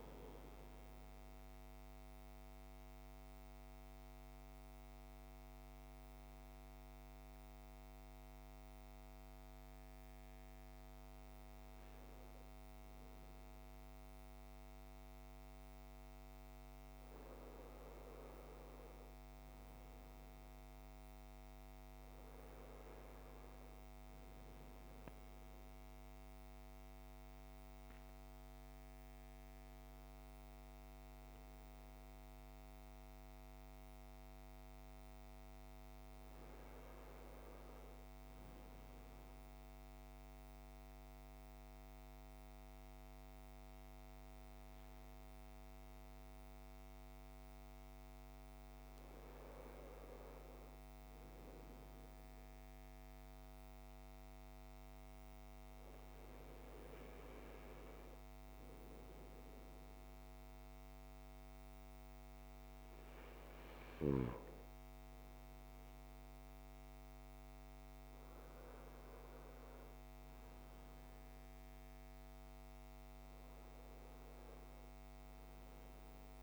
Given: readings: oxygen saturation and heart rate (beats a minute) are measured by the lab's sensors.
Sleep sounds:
breathing in sleep, hard to hear, by a microphone on the trachea; 2
0.00-8.00 s: oxygen desaturation (device-marked, oxygen 89% lowest, heart rate 55 extreme)
1.50-16.50 s: mixed apnea (oxygen 97% before, 89% lowest, heart rate 60 before, 55 extreme, up 9 after)
18.50-22.00 s: arousal
23.00-34.00 s: oxygen desaturation (device-marked, oxygen 97% before, 93% lowest, heart rate 58 before, 55 extreme)
46.50-50.00 s: arousal
53.00-65.00 s: hypopnea (oxygen 97% before, 87% lowest, heart rate 58 before, 58 extreme, up 2 after)
67.50-71.00 s: arousal
From the record:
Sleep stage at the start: N2 (light sleep); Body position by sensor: on the right side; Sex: male

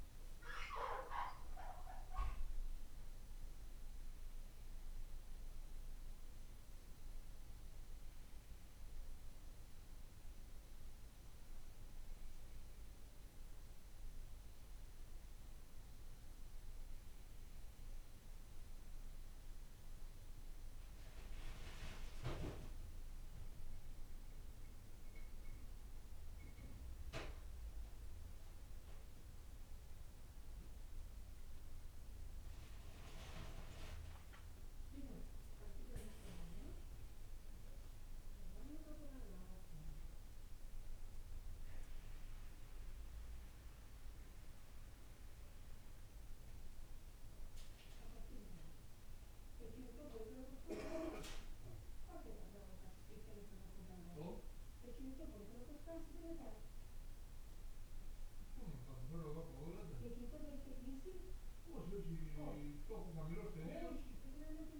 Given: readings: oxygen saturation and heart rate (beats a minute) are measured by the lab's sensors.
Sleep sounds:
a person awake in a sleep study, by a room microphone; none
none scored
From the record:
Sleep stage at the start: awake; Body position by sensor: on the right side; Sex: male

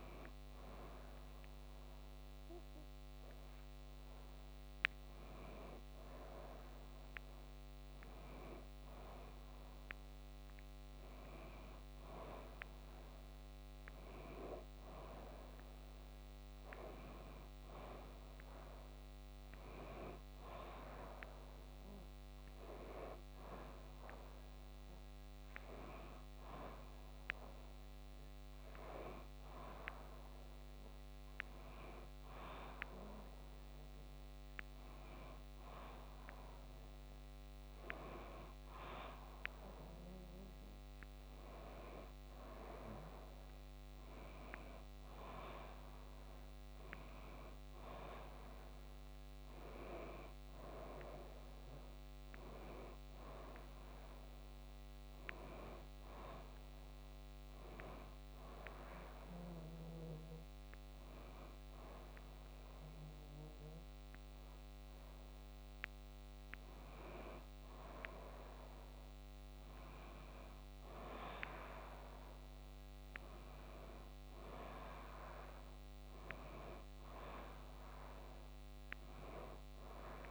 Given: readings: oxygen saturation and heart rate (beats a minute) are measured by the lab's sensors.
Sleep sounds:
breathing in sleep by a microphone on the trachea; none
0.00-17.50 s: oxygen desaturation (device-marked, oxygen 89% lowest)
72.00-75.50 s: arousal
From the record:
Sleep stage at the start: N2 (light sleep); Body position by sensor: on the back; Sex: female

